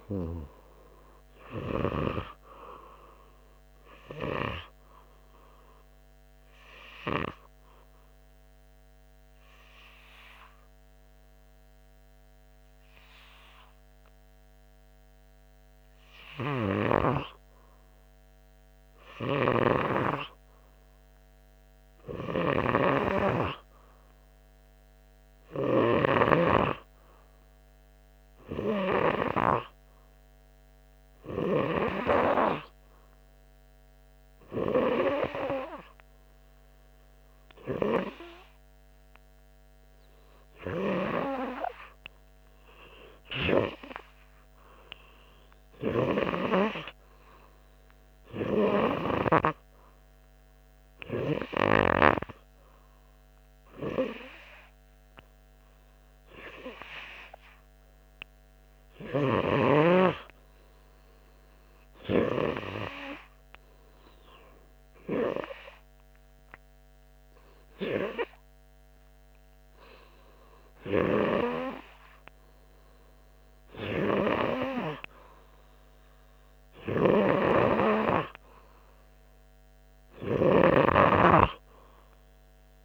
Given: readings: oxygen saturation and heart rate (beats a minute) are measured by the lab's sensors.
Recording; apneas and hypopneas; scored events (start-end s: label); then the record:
breathing in sleep by a microphone on the trachea; 2
0.00-4.00 s: arousal
6.00-17.50 s: obstructive apnea (oxygen 95% before, 92% lowest, heart rate 94 before, 89 extreme, up 5 after)
19.50-23.50 s: arousal
45.50-48.50 s: arousal
51.00-61.00 s: hypopnea (oxygen 98% before, 93% lowest, heart rate 91 before, 91 extreme, up 4 after)
62.50-67.00 s: arousal
From the record:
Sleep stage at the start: N2 (light sleep); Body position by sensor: on the front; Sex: male